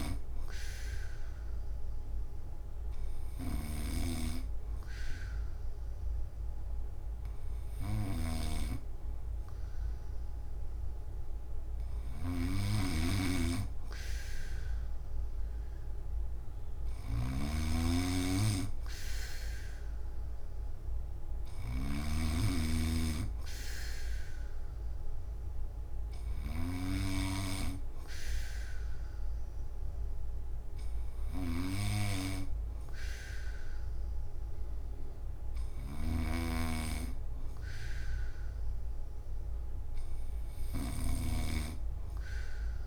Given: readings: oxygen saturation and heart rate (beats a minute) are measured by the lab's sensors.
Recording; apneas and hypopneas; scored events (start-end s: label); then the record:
breathing in sleep by a room microphone; none
0.00-3.50 s: oxygen desaturation (device-marked, oxygen 93% lowest)
0.00-42.87 s: snoring (device-marked)
35.50-42.87 s: new sleep stage, N3 (deep sleep)
From the record:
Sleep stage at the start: N2 (light sleep); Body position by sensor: on the back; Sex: male